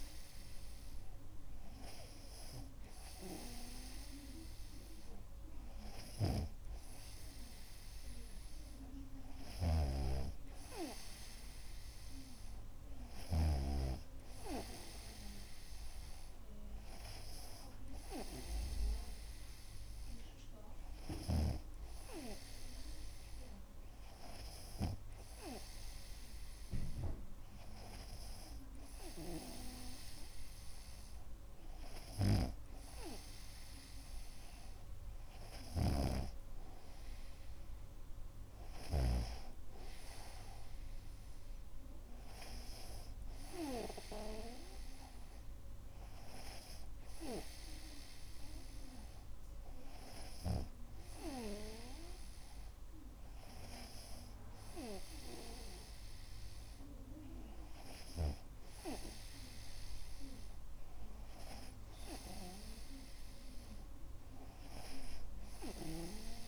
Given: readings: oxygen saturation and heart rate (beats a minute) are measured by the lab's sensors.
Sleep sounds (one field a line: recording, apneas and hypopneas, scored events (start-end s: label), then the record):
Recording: breathing in sleep by a room microphone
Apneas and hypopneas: none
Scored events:
6.50-14.00 s: snoring (device-marked)
32.50-40.00 s: snoring (device-marked)
From the record:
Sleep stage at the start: N2 (light sleep)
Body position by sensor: on the right side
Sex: male